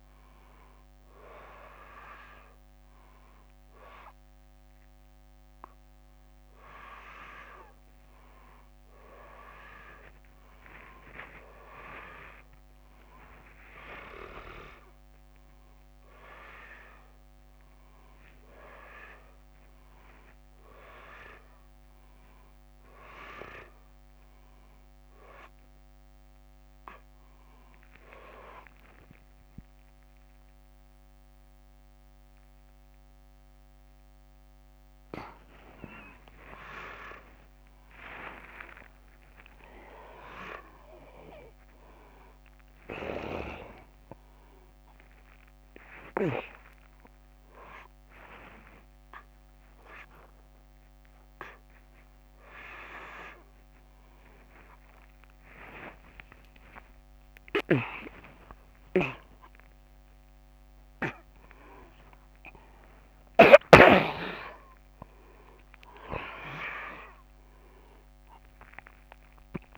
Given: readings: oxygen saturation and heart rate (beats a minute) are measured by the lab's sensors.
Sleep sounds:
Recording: a person awake in a sleep study, by a microphone on the trachea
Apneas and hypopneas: none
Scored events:
42.00-45.50 s: snoring (device-marked)
56.50-63.00 s: snoring (device-marked)
From the record:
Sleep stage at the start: awake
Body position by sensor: upright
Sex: male

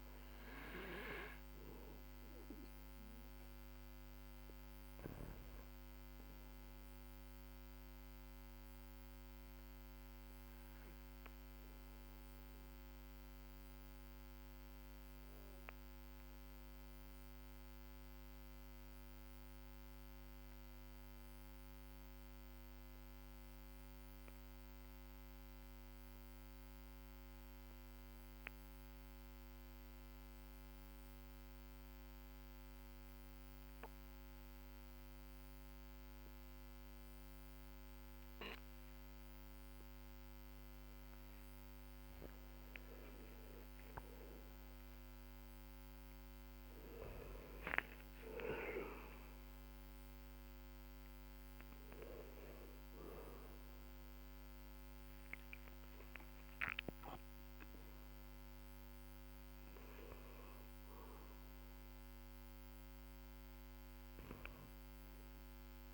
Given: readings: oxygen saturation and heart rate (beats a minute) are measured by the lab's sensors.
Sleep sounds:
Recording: breathing in sleep by a microphone on the trachea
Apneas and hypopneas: 1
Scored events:
0.00-19.50 s: oxygen desaturation (device-marked, oxygen 91% lowest, heart rate 43 extreme)
6.00-45.50 s: obstructive apnea (heart rate 46 before, 43 extreme, up 11 after)
47.00-51.50 s: arousal
52.50-65.94 s: oxygen desaturation (device-marked, oxygen 96% before, 92% lowest)
From the record:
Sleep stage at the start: N2 (light sleep)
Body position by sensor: on the back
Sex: male

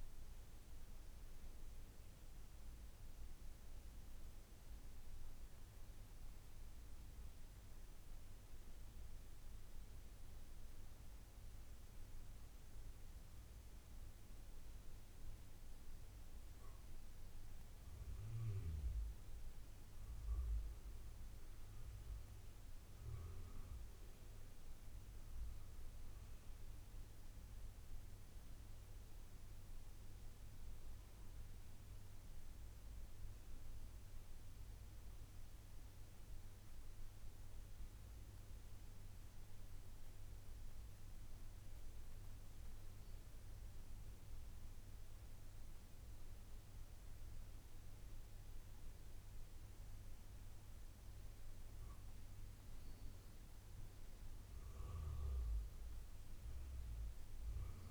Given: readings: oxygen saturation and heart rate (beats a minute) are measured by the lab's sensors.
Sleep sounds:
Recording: breathing in sleep, hard to hear, by a room microphone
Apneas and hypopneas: none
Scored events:
none scored
From the record:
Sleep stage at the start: N2 (light sleep)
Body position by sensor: on the right side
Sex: male

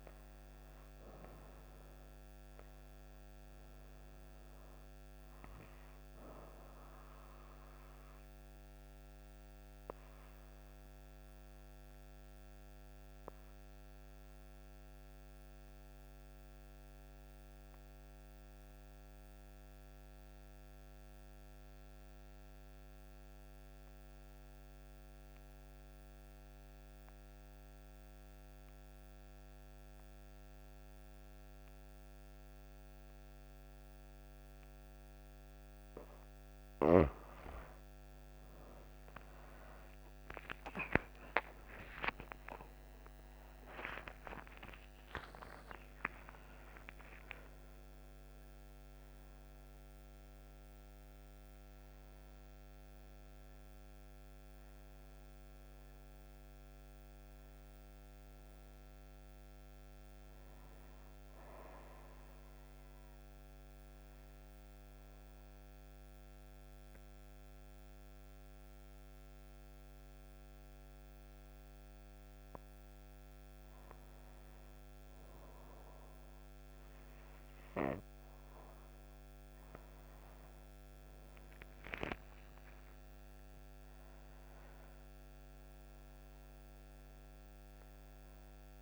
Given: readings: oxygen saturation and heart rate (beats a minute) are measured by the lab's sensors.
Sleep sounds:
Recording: breathing in sleep by a microphone on the trachea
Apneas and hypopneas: 2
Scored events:
0.00-21.50 s: oxygen desaturation (device-marked, oxygen 84% lowest, heart rate 58 extreme)
8.00-37.00 s: obstructive apnea (oxygen 98% before, 84% lowest)
40.00-47.00 s: arousal
40.50-70.50 s: oxygen desaturation (device-marked, oxygen 98% before, 87% lowest)
62.50-73.50 s: obstructive apnea (oxygen 97% before, 87% lowest, heart rate 69 before, 52 extreme, up 6 after)
80.50-85.50 s: arousal
87.50-88.82 s: oxygen desaturation (device-marked, oxygen 99% before, 94% lowest)
From the record:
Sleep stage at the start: N2 (light sleep)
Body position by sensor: on the right side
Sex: female

